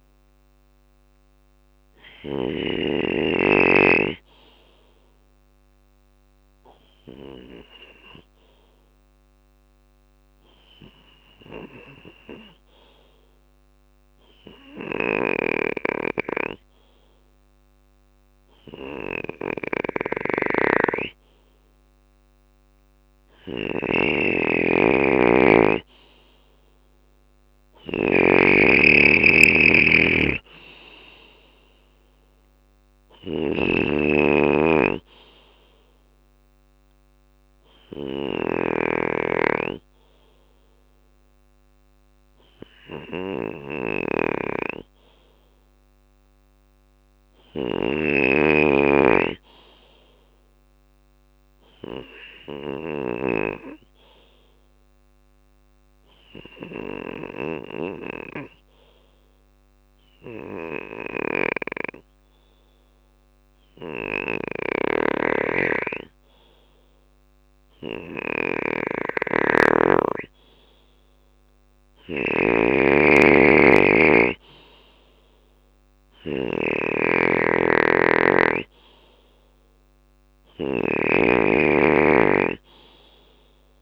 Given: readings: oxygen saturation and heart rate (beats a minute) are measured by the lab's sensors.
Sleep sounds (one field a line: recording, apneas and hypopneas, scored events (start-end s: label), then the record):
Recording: breathing in sleep by a microphone on the trachea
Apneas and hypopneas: 2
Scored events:
0.00-1.50 s: snoring (device-marked)
0.00-3.00 s: arousal
1.50-13.50 s: drop in pulse transit time (device-marked, heart rate 64 before, 61 extreme)
6.00-24.00 s: obstructive apnea (oxygen 96% before, 94% lowest, heart rate 64 before, 60 extreme, up 8 after)
18.50-52.00 s: snoring (device-marked)
26.00-29.00 s: arousal
27.50-41.50 s: drop in pulse transit time (device-marked, heart rate 63 before, 60 extreme)
53.00-69.00 s: obstructive apnea (oxygen 97% before, 93% lowest, heart rate 63 before, 61 extreme, up 5 after)
56.50-66.50 s: drop in pulse transit time (device-marked, heart rate 63 before, 62 extreme)
64.00-69.00 s: snoring (device-marked)
71.00-83.82 s: snoring (device-marked)
72.50-76.00 s: arousal
From the record:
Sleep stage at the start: N2 (light sleep)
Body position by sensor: on the left side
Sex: male